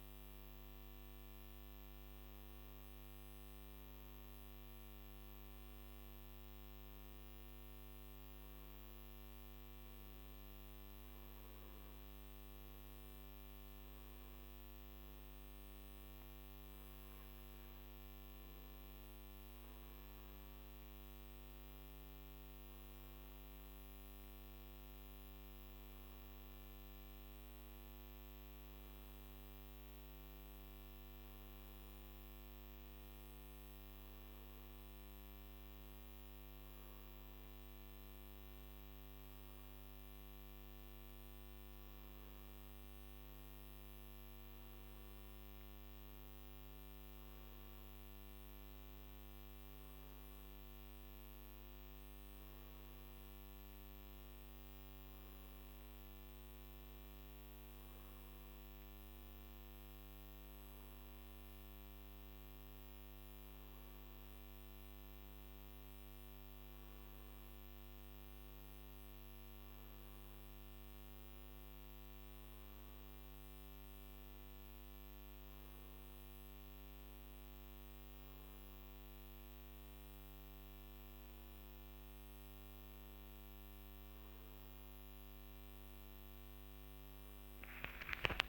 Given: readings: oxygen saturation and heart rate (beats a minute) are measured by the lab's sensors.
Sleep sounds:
breathing in sleep, hard to hear, by a microphone on the trachea; none
0.00-4.00 s: arousal
29.50-88.49 s: new sleep stage, N1 (lightest sleep)
From the record:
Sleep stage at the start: N2 (light sleep); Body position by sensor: on the back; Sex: male

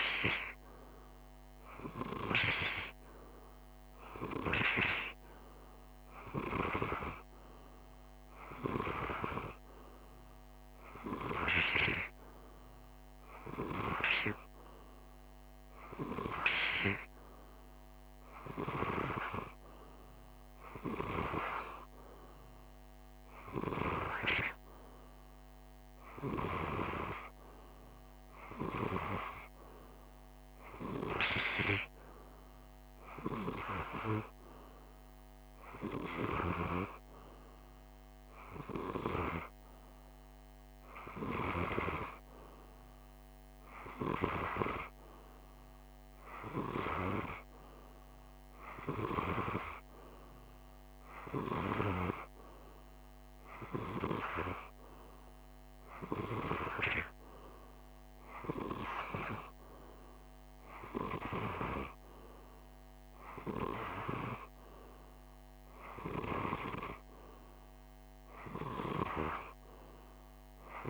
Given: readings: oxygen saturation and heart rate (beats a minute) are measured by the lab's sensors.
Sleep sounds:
breathing in sleep by a microphone on the trachea; none
none scored
From the record:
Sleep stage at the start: N2 (light sleep); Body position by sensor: on the right side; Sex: male

